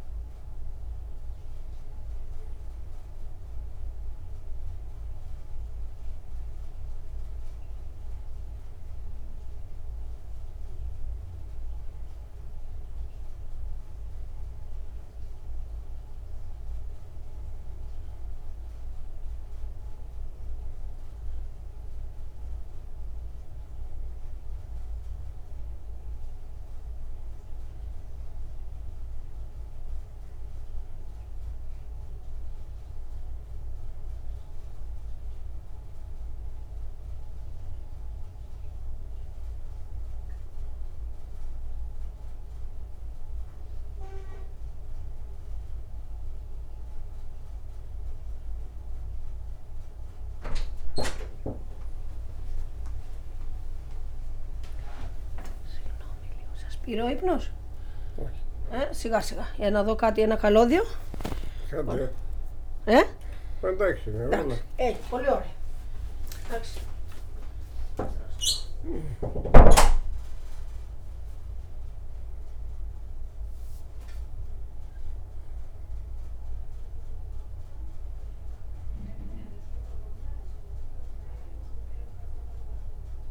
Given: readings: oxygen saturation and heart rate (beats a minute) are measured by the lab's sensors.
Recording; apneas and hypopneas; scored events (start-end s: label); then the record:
a person awake in a sleep study, by a room microphone; none
none scored
From the record:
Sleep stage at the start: awake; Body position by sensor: on the back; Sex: male